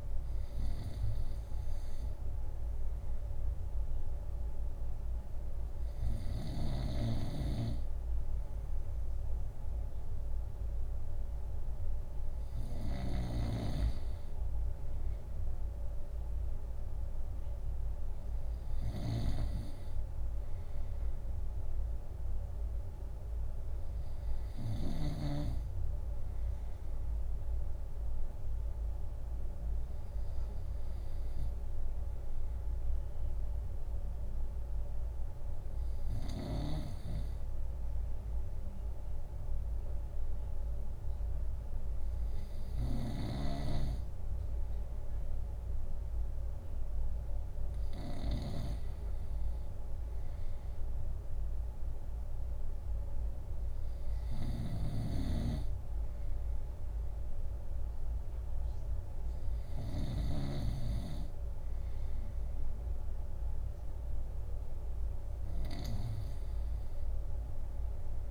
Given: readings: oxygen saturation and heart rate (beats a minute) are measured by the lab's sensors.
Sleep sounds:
breathing in sleep by a room microphone; none
0.00-6.50 s: snoring (device-marked)
19.00-25.00 s: snoring (device-marked)
42.50-48.50 s: snoring (device-marked)
54.50-66.00 s: snoring (device-marked)
From the record:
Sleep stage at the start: N2 (light sleep); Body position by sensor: on the right side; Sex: male

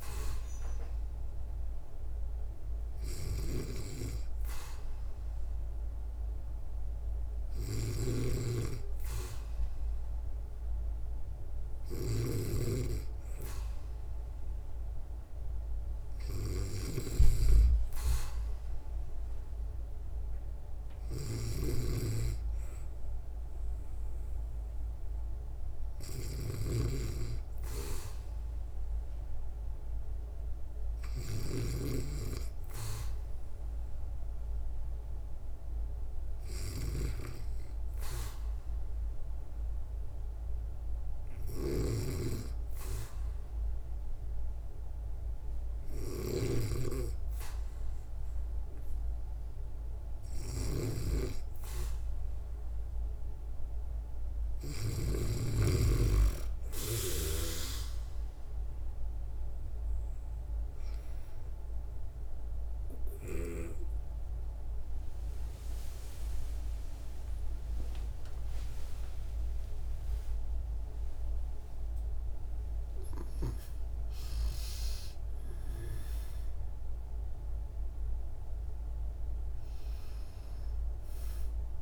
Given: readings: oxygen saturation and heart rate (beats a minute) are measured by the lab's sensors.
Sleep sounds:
breathing in sleep by a room microphone; 1
0.00-54.50 s: snoring (device-marked)
37.00-48.00 s: hypopnea (oxygen 96% before, 92% lowest, heart rate 63 before, 63 extreme, up 0 after)
56.50-63.00 s: snoring (device-marked)
63.00-69.00 s: arousal
63.00-80.00 s: oxygen desaturation (device-marked, oxygen 96% before, 92% lowest, heart rate 64 before, 57 extreme)
From the record:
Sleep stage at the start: N2 (light sleep); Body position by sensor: on the back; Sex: female

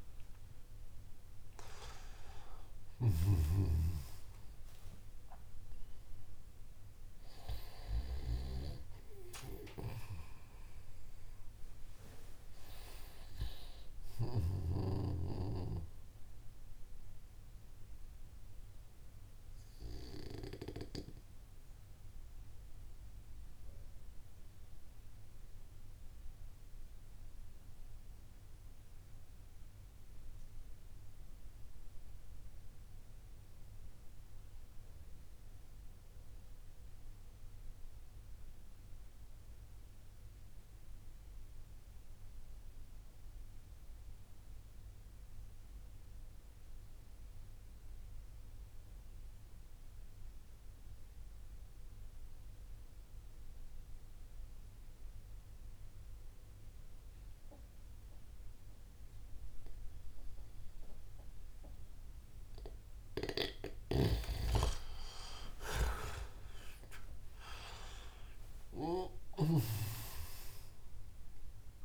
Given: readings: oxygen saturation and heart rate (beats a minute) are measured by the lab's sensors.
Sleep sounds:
breathing in sleep by a room microphone; 1
0.00-2.50 s: arousal
0.00-8.00 s: snoring (device-marked)
0.00-27.50 s: oxygen desaturation (device-marked, oxygen 90% lowest)
18.00-63.50 s: mixed apnea (oxygen 97% before, 87% lowest)
45.50-71.85 s: oxygen desaturation (device-marked, oxygen 99% before, 87% lowest)
63.50-69.50 s: snoring (device-marked)
65.00-70.50 s: arousal
From the record:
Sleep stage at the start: N2 (light sleep); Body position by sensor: on the back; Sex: male

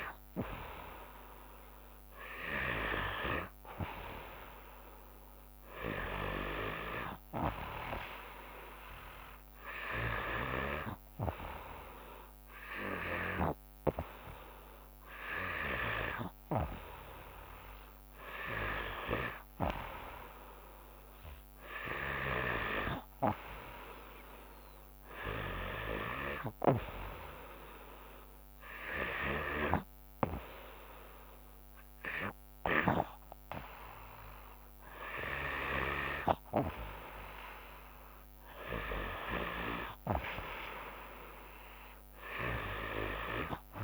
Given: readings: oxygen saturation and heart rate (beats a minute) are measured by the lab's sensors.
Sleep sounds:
breathing in sleep by a microphone on the trachea; none
24.50-43.84 s: new sleep stage, N2 (light sleep)
32.50-36.00 s: snoring (device-marked)
From the record:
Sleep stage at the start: N3 (deep sleep); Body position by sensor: on the back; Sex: female

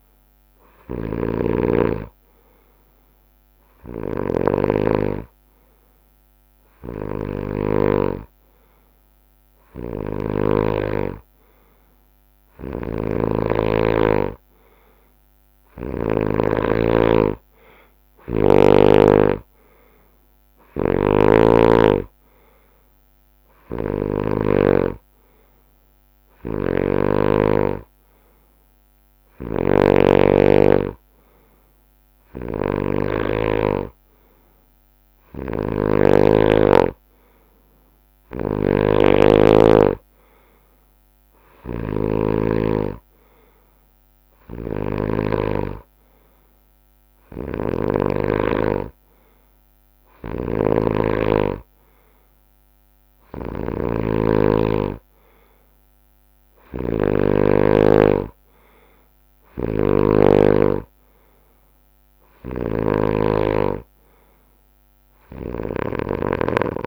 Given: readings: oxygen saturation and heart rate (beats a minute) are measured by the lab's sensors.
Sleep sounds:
breathing in sleep by a microphone on the trachea; none
0.00-5.50 s: drop in pulse transit time (device-marked, heart rate 77 extreme)
0.00-8.00 s: snoring (device-marked)
10.00-13.50 s: snoring (device-marked)
20.50-24.50 s: snoring (device-marked)
26.50-28.50 s: long interval between heartbeats (device-marked, heart rate 71 before, 69 extreme)
26.50-33.50 s: snoring (device-marked)
36.50-44.50 s: drop in pulse transit time (device-marked, heart rate 72 before, 73 extreme)
38.00-48.00 s: snoring (device-marked)
50.00-66.87 s: snoring (device-marked)
54.50-65.50 s: drop in pulse transit time (device-marked, heart rate 73 before, 68 extreme)
From the record:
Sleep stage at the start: N2 (light sleep); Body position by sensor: on the right side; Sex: male

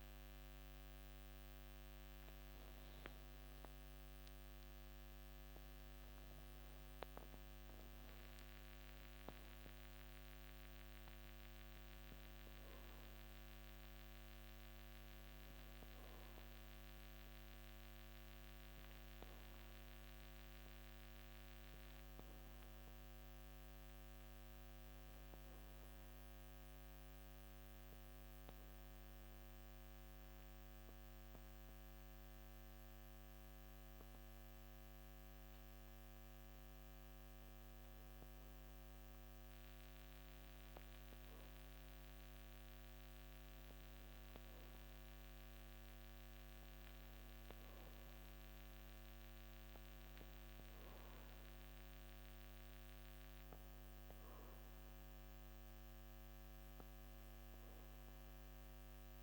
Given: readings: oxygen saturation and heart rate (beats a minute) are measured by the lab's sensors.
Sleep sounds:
breathing in sleep, hard to hear, by a microphone on the trachea; 1
19.50-22.50 s: arousal
28.50-38.50 s: obstructive apnea (oxygen 96% before, 92% lowest, heart rate 57 before, 54 extreme, up 0 after)
41.00-45.50 s: arousal
From the record:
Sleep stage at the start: N1 (lightest sleep); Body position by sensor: on the back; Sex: male

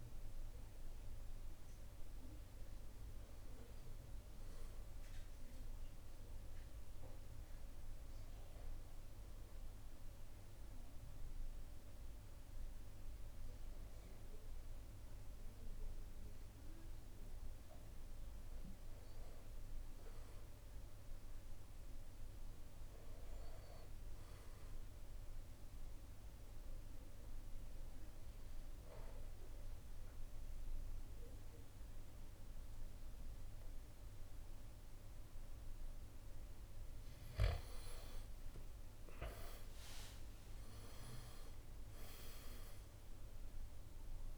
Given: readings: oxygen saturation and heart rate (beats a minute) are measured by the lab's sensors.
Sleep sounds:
breathing in sleep, hard to hear, by a room microphone; 1
0.00-4.00 s: drop in pulse transit time (device-marked, heart rate 75 extreme)
0.00-13.00 s: oxygen desaturation (device-marked, oxygen 91% lowest, heart rate 71 extreme)
25.00-36.50 s: central apnea (oxygen 97% before, 89% lowest, heart rate 76 before, 71 extreme, up 6 after)
39.00-42.50 s: arousal
42.00-44.38 s: drop in pulse transit time (device-marked, heart rate 73 before, 74 extreme)
From the record:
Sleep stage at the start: N1 (lightest sleep); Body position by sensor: on the back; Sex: male

